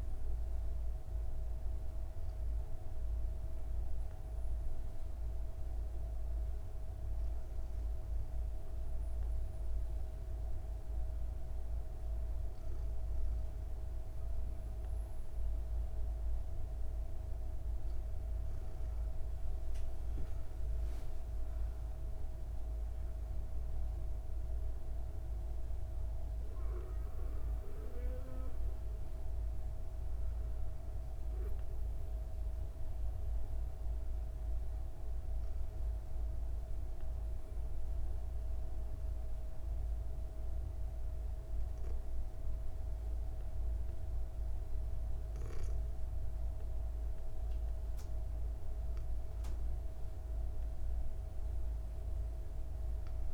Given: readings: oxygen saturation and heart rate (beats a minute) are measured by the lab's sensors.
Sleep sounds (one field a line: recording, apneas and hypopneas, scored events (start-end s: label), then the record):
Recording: breathing in sleep, hard to hear, by a room microphone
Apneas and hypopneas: 1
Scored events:
18.50-23.50 s: arousal
36.00-47.00 s: obstructive apnea (oxygen 97% before, 96% lowest, heart rate 67 before, 61 extreme)
48.00-52.00 s: arousal
From the record:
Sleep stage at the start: N2 (light sleep)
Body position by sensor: on the back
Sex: female